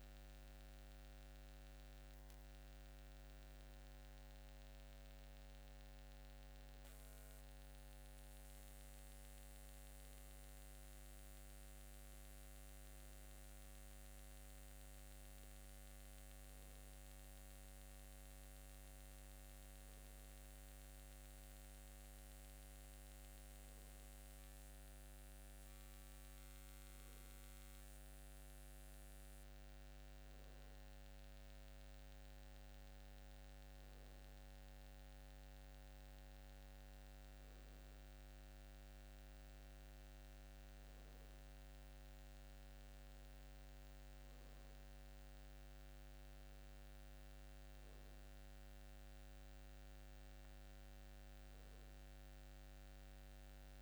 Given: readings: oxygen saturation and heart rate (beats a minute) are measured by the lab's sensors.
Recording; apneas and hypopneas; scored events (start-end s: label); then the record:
breathing in sleep, hard to hear, by a microphone on the trachea; none
0.00-3.00 s: arousal
From the record:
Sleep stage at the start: N2 (light sleep); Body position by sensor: upright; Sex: male